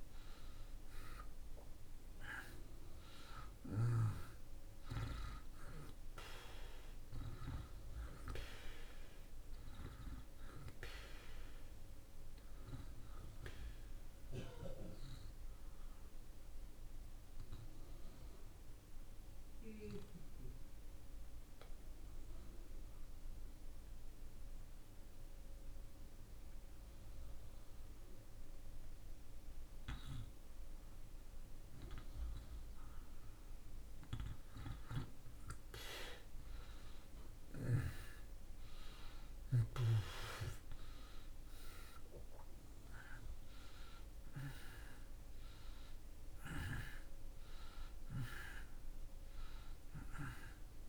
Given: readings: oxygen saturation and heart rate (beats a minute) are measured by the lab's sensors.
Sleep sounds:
breathing in sleep by a room microphone; 1
0.00-29.00 s: oxygen desaturation (device-marked, oxygen 80% lowest)
16.50-30.50 s: obstructive apnea (oxygen 98% before, 80% lowest)
34.50-39.50 s: arousal
42.00-50.89 s: oxygen desaturation (device-marked, oxygen 95% before, 81% lowest)
From the record:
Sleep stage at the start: N2 (light sleep); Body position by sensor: on the back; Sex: male

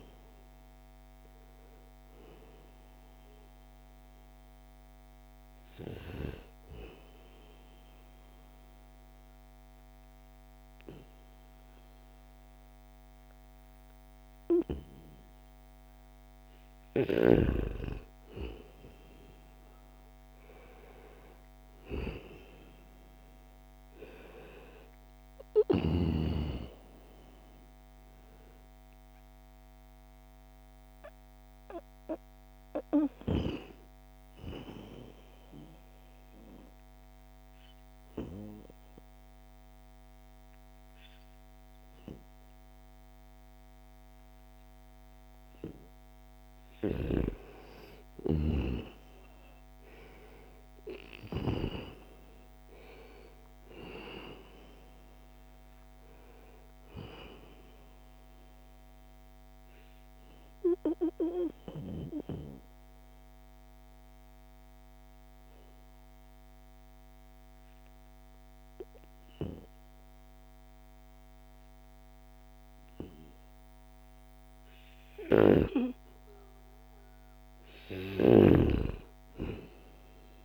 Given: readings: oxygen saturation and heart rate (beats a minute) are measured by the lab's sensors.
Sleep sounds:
breathing in sleep by a microphone on the trachea; 3
6.00-16.00 s: obstructive apnea (oxygen 99% before, 92% lowest, heart rate 90 before, 71 extreme, up 3 after)
18.00-22.50 s: arousal
23.00-37.00 s: oxygen desaturation (device-marked, oxygen 96% before, 92% lowest, heart rate 73 before, 74 extreme)
30.00-46.00 s: obstructive apnea (oxygen 96% before, 92% lowest, heart rate 74 before, 70 extreme, up 1 after)
47.50-52.50 s: arousal
58.00-74.00 s: obstructive apnea (oxygen 96% before, 91% lowest, heart rate 76 before, 69 extreme, up 1 after)
76.00-80.45 s: arousal
From the record:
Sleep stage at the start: N2 (light sleep); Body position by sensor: on the back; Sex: male

